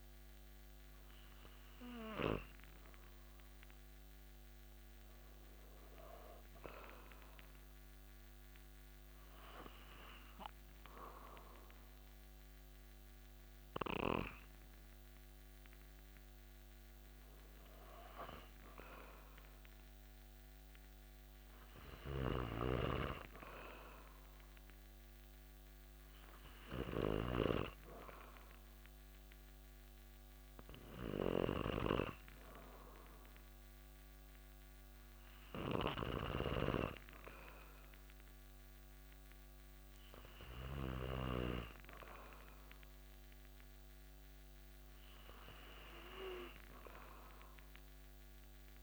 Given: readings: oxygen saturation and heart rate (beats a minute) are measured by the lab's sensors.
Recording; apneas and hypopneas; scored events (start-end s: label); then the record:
breathing in sleep by a microphone on the trachea; 1
7.00-18.50 s: obstructive apnea (oxygen 98% before, 95% lowest)
21.00-25.00 s: arousal
22.50-27.50 s: snoring (device-marked)
From the record:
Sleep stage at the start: N2 (light sleep); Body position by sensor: on the back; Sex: male